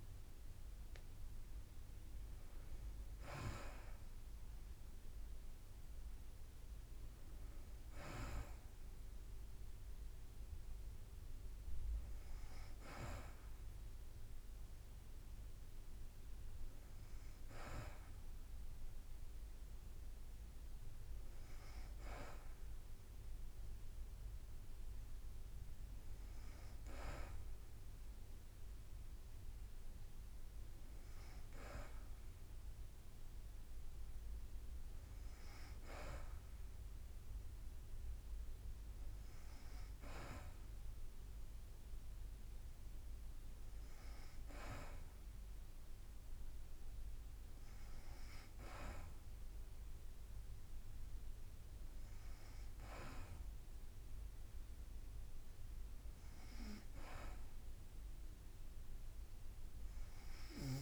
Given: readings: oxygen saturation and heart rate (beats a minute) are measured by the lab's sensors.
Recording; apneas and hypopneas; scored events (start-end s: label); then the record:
breathing in sleep by a room microphone; none
none scored
From the record:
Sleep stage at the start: N2 (light sleep); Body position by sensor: on the back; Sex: female